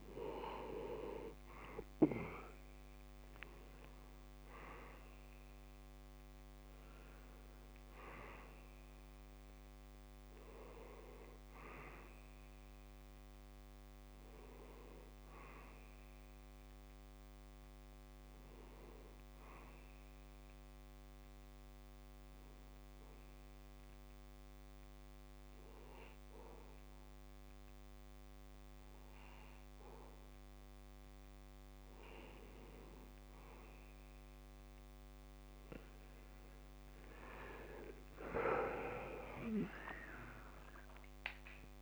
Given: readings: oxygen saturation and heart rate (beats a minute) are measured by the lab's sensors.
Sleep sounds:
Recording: breathing in sleep by a microphone on the trachea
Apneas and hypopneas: 1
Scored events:
2.00-6.50 s: arousal
22.50-34.00 s: obstructive apnea (oxygen 90% before, 91% lowest, heart rate 45 before, 48 extreme)
36.50-41.82 s: new sleep stage, awake
From the record:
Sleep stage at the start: N2 (light sleep)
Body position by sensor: on the back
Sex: male

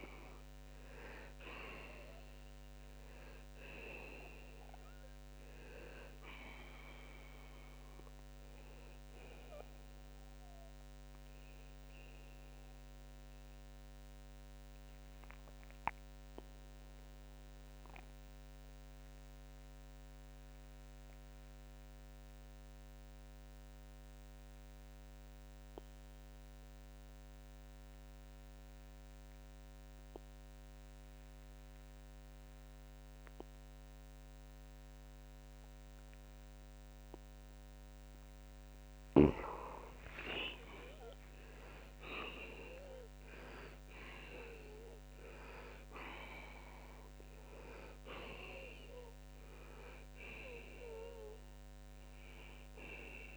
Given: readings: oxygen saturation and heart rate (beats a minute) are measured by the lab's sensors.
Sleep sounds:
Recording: breathing in sleep by a microphone on the trachea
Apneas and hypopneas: 1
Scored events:
0.00-12.00 s: oxygen desaturation (device-marked, oxygen 95% before, 91% lowest, heart rate 94 before, 66 extreme)
12.50-38.50 s: obstructive apnea (oxygen 95% before, 83% lowest, heart rate 112 before, 66 extreme, up 54 after)
21.00-40.00 s: oxygen desaturation (device-marked, oxygen 92% before, 83% lowest, heart rate 92 before, 65 extreme)
40.50-45.00 s: arousal
From the record:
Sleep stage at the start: N2 (light sleep)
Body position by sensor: on the back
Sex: male

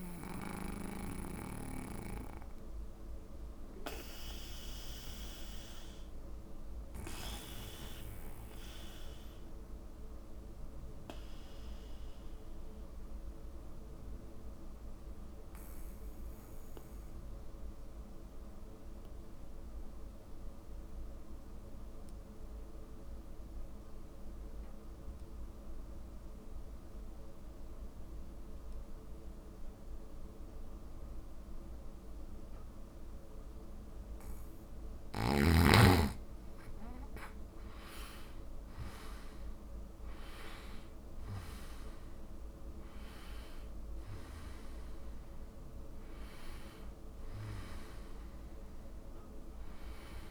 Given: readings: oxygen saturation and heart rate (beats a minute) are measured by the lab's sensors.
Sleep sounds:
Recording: breathing in sleep by a room microphone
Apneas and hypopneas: 1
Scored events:
0.00-18.50 s: oxygen desaturation (device-marked, oxygen 88% lowest, heart rate 50 extreme)
0.50-34.50 s: obstructive apnea (oxygen 98% before, 88% lowest, heart rate 56 before, 50 extreme, up 9 after)
34.50-50.31 s: oxygen desaturation (device-marked, oxygen 98% before, 89% lowest, heart rate 52 before, 51 extreme)
37.50-41.50 s: arousal
From the record:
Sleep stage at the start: N2 (light sleep)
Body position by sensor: on the back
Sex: male

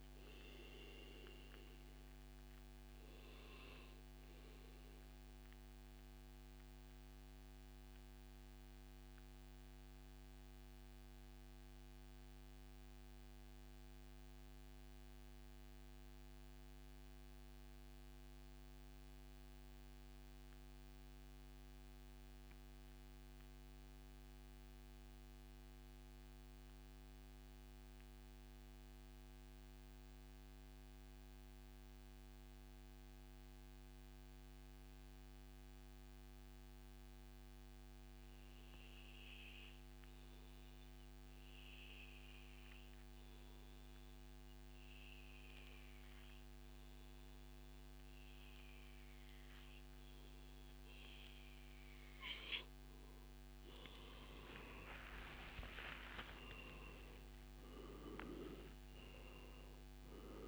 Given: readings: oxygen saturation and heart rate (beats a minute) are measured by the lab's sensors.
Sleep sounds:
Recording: breathing in sleep by a microphone on the trachea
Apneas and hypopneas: 1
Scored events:
0.00-5.50 s: oxygen desaturation (device-marked, oxygen 91% lowest, heart rate 108 extreme)
3.00-51.50 s: mixed apnea (oxygen 96% before, 89% lowest, heart rate 137 before, 99 extreme, up 36 after)
6.00-8.00 s: long interval between heartbeats (device-marked, heart rate 140 before, 125 extreme)
26.50-28.50 s: long interval between heartbeats (device-marked, heart rate 120 before, 117 extreme)
37.50-39.50 s: long interval between heartbeats (device-marked, heart rate 115 before, 99 extreme)
43.50-60.48 s: oxygen desaturation (device-marked, oxygen 98% before, 89% lowest, heart rate 109 before, 89 extreme)
54.50-59.00 s: arousal
From the record:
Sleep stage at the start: N2 (light sleep)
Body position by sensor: on the back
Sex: male

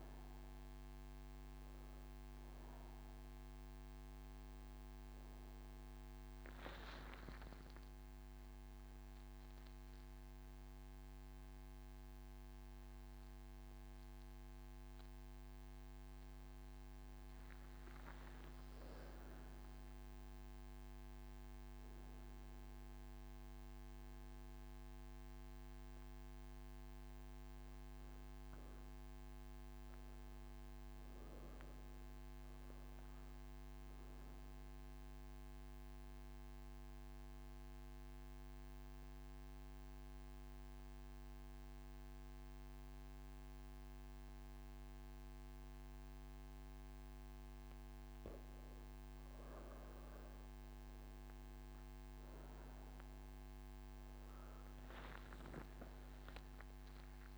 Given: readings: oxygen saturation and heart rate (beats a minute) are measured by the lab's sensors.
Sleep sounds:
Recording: breathing in sleep, hard to hear, by a microphone on the trachea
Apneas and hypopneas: none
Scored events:
1.00-18.00 s: oxygen desaturation (device-marked, oxygen 95% before, 91% lowest)
From the record:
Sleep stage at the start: N3 (deep sleep)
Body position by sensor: on the right side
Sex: female

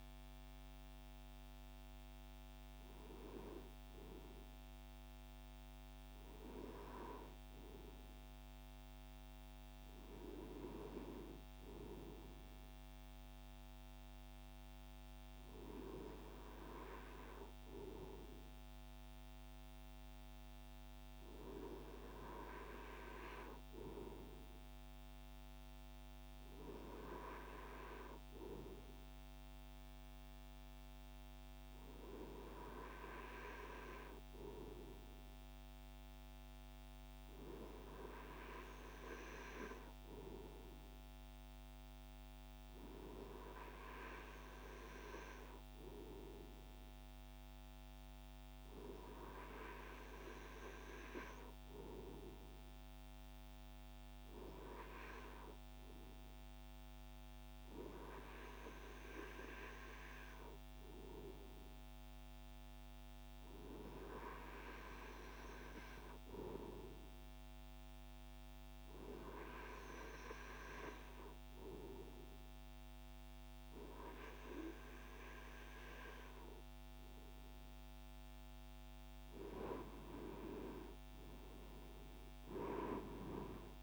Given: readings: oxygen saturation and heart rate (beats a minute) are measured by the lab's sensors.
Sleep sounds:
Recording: breathing in sleep by a microphone on the trachea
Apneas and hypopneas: none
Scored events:
none scored
From the record:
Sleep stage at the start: N2 (light sleep)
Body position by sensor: on the right side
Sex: male

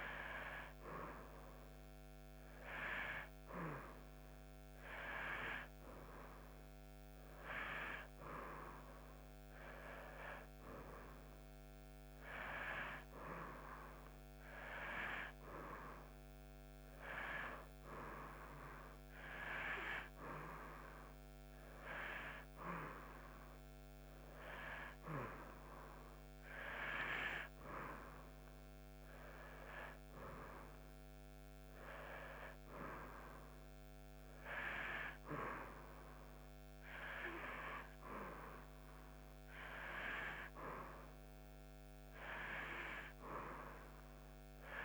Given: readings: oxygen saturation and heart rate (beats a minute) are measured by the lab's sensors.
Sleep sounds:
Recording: breathing in sleep by a microphone on the trachea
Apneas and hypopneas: none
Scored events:
none scored
From the record:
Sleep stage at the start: N2 (light sleep)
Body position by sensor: on the back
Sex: female

